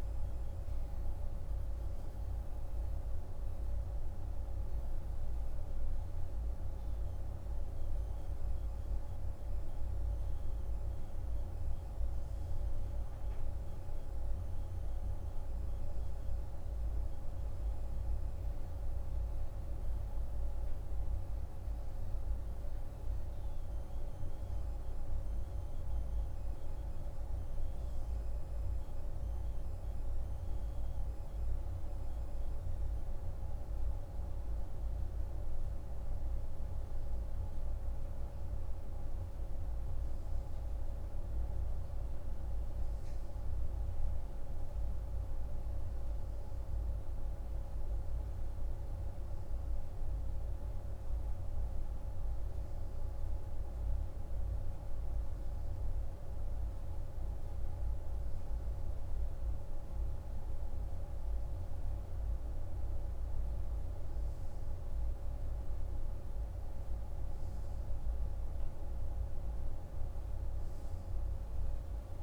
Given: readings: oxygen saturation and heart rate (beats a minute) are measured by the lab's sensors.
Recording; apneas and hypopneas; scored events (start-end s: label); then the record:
breathing in sleep, hard to hear, by a room microphone; none
none scored
From the record:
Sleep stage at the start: N2 (light sleep); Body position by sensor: on the right side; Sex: male